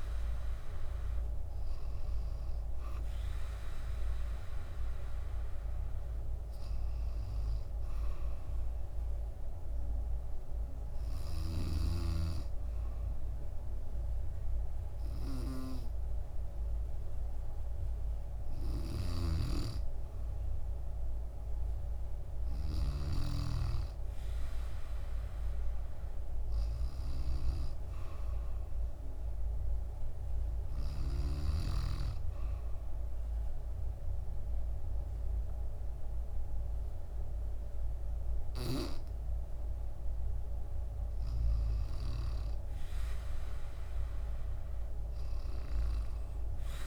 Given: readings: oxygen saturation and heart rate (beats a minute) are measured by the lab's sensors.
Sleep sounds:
breathing in sleep by a room microphone; 1
0.00-13.00 s: oxygen desaturation (device-marked, oxygen 93% lowest, heart rate 58 extreme)
19.00-31.50 s: snoring (device-marked)
32.50-42.50 s: obstructive apnea (oxygen 97% before, 94% lowest, heart rate 69 before, 66 extreme, up 0 after)
44.50-46.87 s: arousal
From the record:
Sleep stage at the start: N2 (light sleep); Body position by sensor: on the back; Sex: female

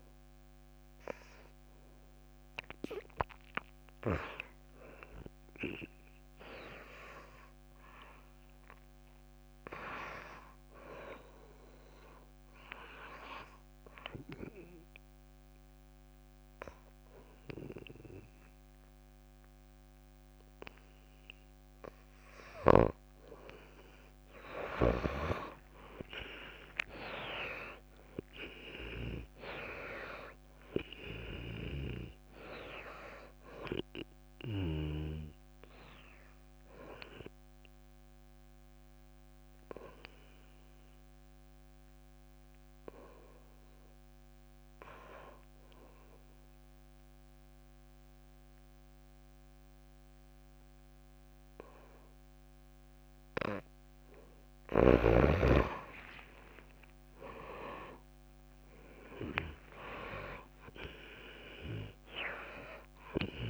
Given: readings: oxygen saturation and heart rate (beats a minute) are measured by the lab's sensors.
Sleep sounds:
breathing in sleep by a microphone on the trachea; 2
0.00-6.00 s: oxygen desaturation (device-marked, oxygen 84% lowest)
14.50-24.50 s: obstructive apnea (oxygen 96% before, 85% lowest)
20.00-44.00 s: oxygen desaturation (device-marked, oxygen 96% before, 89% lowest)
26.50-30.50 s: arousal
35.00-37.00 s: long interval between heartbeats (device-marked)
37.00-54.00 s: hypopnea (oxygen 96% before, 85% lowest)
55.00-63.50 s: oxygen desaturation (device-marked, oxygen 97% before, 85% lowest)
56.50-60.50 s: arousal
From the record:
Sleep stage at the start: N2 (light sleep); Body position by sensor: on the back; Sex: female

